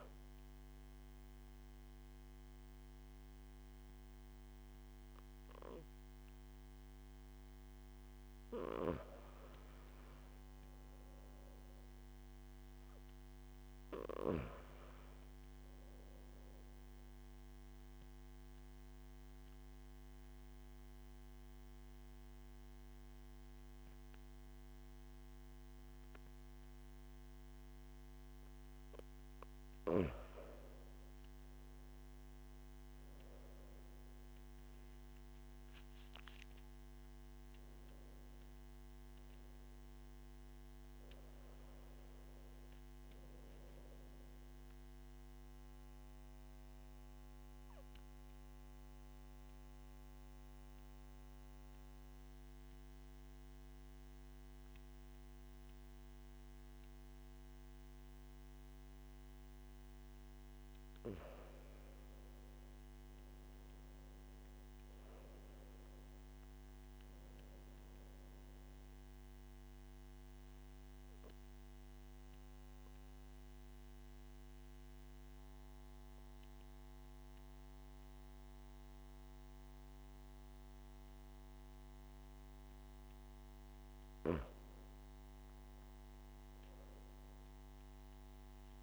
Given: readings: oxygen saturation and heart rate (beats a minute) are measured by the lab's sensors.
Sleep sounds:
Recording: breathing in sleep, hard to hear, by a microphone on the trachea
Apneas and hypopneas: 3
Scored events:
10.50-13.50 s: arousal
18.50-29.50 s: obstructive apnea (oxygen 97% before, 94% lowest)
31.50-36.00 s: arousal
46.50-60.50 s: obstructive apnea (oxygen 96% before, 94% lowest)
61.00-65.00 s: arousal
70.00-83.50 s: obstructive apnea (oxygen 97% before, 94% lowest)
85.00-88.83 s: arousal
From the record:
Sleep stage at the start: N2 (light sleep)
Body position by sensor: on the back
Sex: male

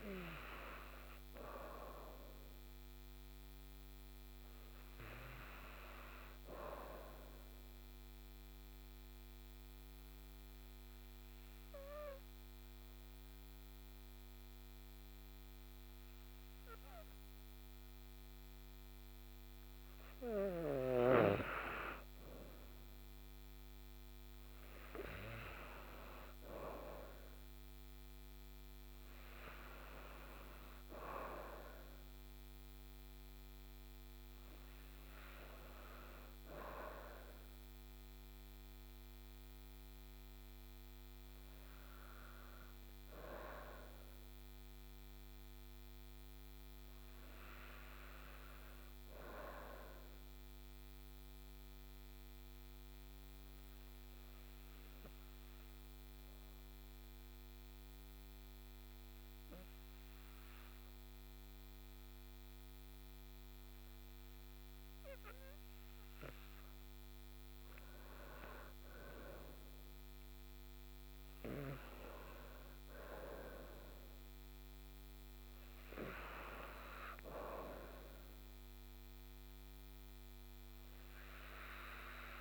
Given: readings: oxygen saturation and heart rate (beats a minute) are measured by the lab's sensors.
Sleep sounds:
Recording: breathing in sleep by a microphone on the trachea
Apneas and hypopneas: 2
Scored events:
2.50-19.50 s: oxygen desaturation (device-marked, oxygen 98% before, 89% lowest, heart rate 65 before, 43 extreme)
8.50-19.50 s: obstructive apnea (oxygen 98% before, 89% lowest, heart rate 65 before, 43 extreme, up 14 after)
23.00-25.50 s: arousal
37.50-53.50 s: oxygen desaturation (device-marked, oxygen 98% before, 93% lowest, heart rate 59 before, 35 extreme)
43.50-47.00 s: arousal
50.00-65.00 s: obstructive apnea (oxygen 98% before, 90% lowest, heart rate 65 before, 26 extreme, up 22 after)
69.00-72.00 s: arousal
From the record:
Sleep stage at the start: N2 (light sleep)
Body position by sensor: on the back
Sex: female

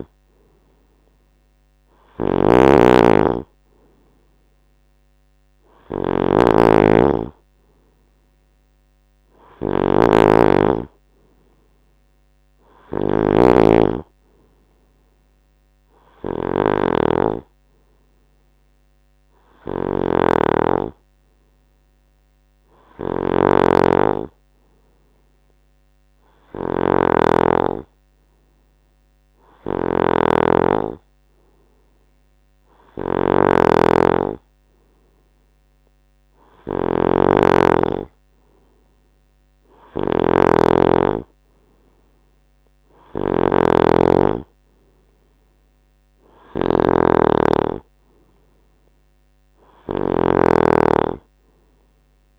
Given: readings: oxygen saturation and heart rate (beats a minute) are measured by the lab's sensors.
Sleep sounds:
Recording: breathing in sleep by a microphone on the trachea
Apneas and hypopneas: none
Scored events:
0.00-52.39 s: snoring (device-marked)
From the record:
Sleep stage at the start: N2 (light sleep)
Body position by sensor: on the right side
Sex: male

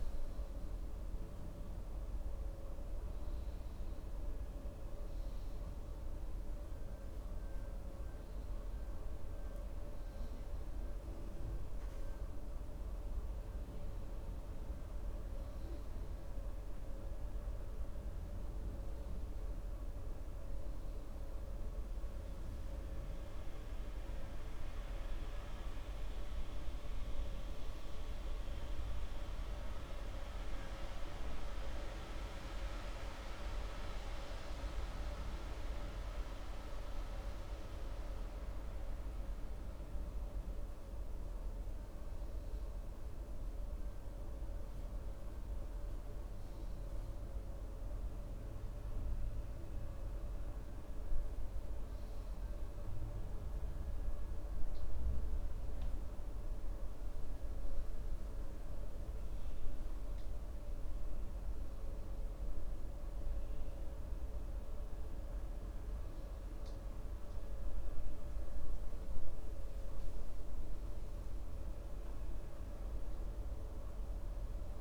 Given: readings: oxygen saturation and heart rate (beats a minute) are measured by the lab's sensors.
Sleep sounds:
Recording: breathing in sleep, hard to hear, by a room microphone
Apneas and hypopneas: none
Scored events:
none scored
From the record:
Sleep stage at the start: N2 (light sleep)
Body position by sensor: on the right side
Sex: male

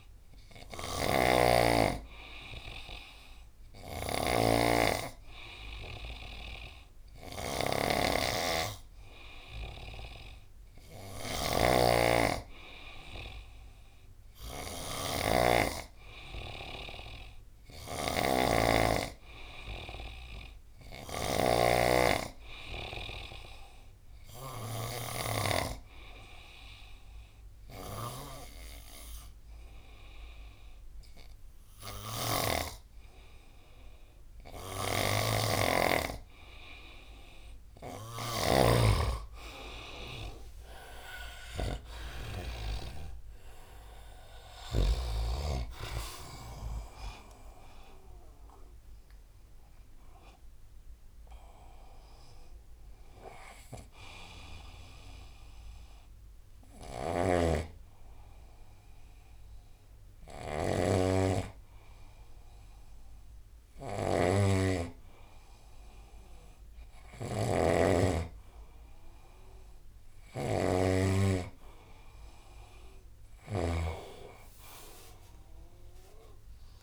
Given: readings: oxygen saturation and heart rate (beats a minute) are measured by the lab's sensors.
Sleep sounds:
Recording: breathing in sleep by a room microphone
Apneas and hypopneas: 1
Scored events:
0.00-32.50 s: snoring (device-marked)
16.00-20.00 s: arousal
25.50-36.50 s: obstructive apnea (oxygen 96% before, 93% lowest, heart rate 77 before, 78 extreme, up 4 after)
34.50-45.00 s: snoring (device-marked)
40.50-44.50 s: arousal
46.00-61.00 s: oxygen desaturation (device-marked, oxygen 96% before, 93% lowest, heart rate 82 before, 68 extreme)
56.50-73.50 s: snoring (device-marked)
75.50-76.83 s: arousal
From the record:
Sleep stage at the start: N2 (light sleep)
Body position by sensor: on the right side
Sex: male

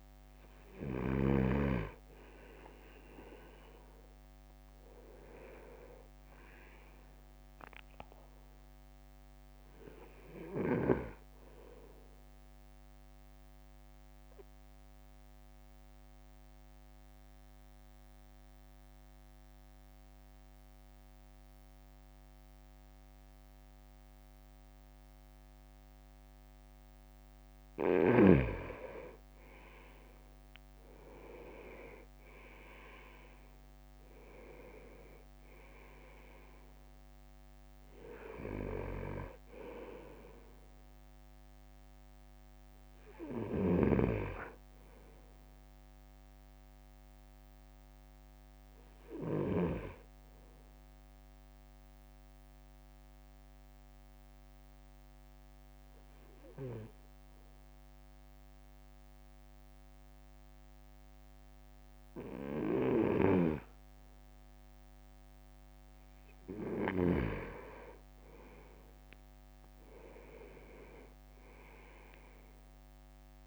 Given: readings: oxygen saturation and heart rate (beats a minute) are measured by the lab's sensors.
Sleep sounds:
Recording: breathing in sleep by a microphone on the trachea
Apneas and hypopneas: 2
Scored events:
0.00-1.50 s: snoring (device-marked)
5.00-8.00 s: arousal
5.50-16.50 s: drop in pulse transit time (device-marked, heart rate 54 before, 54 extreme)
13.00-28.00 s: obstructive apnea (oxygen 99% before, 95% lowest, heart rate 57 before, 52 extreme, up 4 after)
29.00-32.00 s: arousal
30.50-44.50 s: drop in pulse transit time (device-marked, heart rate 55 before, 52 extreme)
44.00-50.00 s: snoring (device-marked)
52.50-65.00 s: obstructive apnea (oxygen 98% before, 95% lowest, heart rate 53 before, 52 extreme, up 6 after)
63.50-67.50 s: snoring (device-marked)
68.50-72.00 s: arousal
68.50-73.47 s: drop in pulse transit time (device-marked, heart rate 54 before, 55 extreme)
69.00-70.50 s: leg movement (device-marked)
70.50-72.50 s: leg movement (device-marked)
From the record:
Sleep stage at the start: N2 (light sleep)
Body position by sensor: on the right side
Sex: male

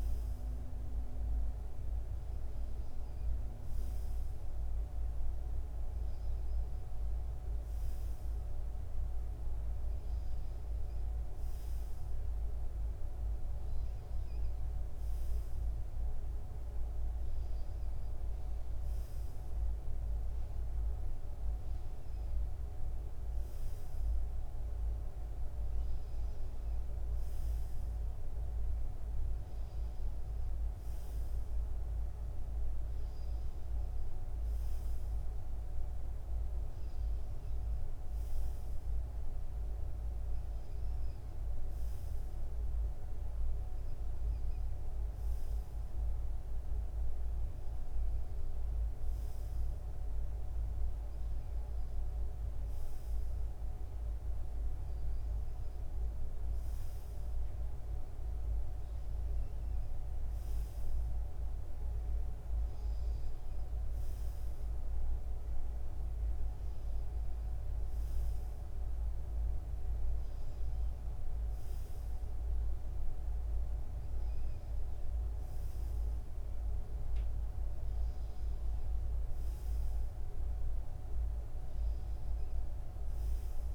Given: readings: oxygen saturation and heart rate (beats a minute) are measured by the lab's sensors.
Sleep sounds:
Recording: breathing in sleep, hard to hear, by a room microphone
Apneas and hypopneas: none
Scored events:
none scored
From the record:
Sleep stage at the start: N2 (light sleep)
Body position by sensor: on the front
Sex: male

